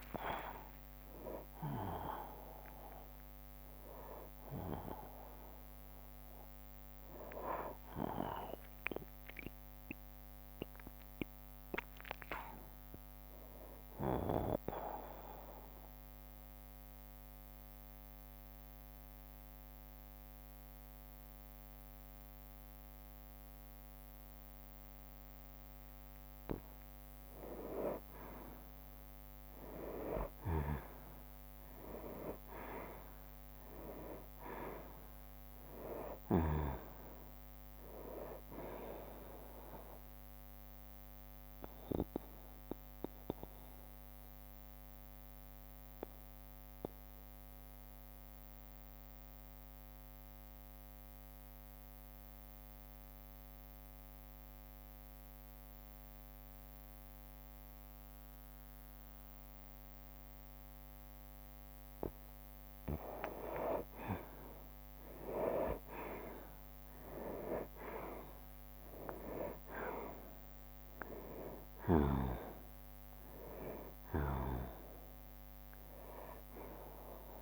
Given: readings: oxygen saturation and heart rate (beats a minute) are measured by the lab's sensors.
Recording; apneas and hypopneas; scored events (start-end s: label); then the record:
breathing in sleep by a microphone on the trachea; 2
0.00-1.50 s: long interval between heartbeats (device-marked, heart rate 98 extreme)
0.00-8.00 s: drop in pulse transit time (device-marked, heart rate 68 extreme)
0.00-11.00 s: oxygen desaturation (device-marked, oxygen 93% lowest, heart rate 62 extreme)
8.50-12.00 s: arousal
14.50-26.50 s: mixed apnea (oxygen 98% before, 90% lowest, heart rate 83 before, 59 extreme, up 7 after)
28.00-32.00 s: arousal
29.00-55.00 s: oxygen desaturation (device-marked, oxygen 98% before, 91% lowest, heart rate 65 before, 58 extreme)
41.50-62.00 s: mixed apnea (oxygen 98% before, 90% lowest, heart rate 66 before, 58 extreme, up 9 after)
45.00-57.00 s: bradycardia (device-marked, heart rate 67 before, 58 extreme)
62.00-77.42 s: oxygen desaturation (device-marked, oxygen 98% before, 90% lowest, heart rate 60 before, 59 extreme)
63.50-68.50 s: arousal
64.00-77.00 s: drop in pulse transit time (device-marked, heart rate 60 before, 62 extreme)
75.50-77.42 s: long interval between heartbeats (device-marked, heart rate 64 before, 71 extreme)
From the record:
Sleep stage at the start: N2 (light sleep); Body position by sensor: on the back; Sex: male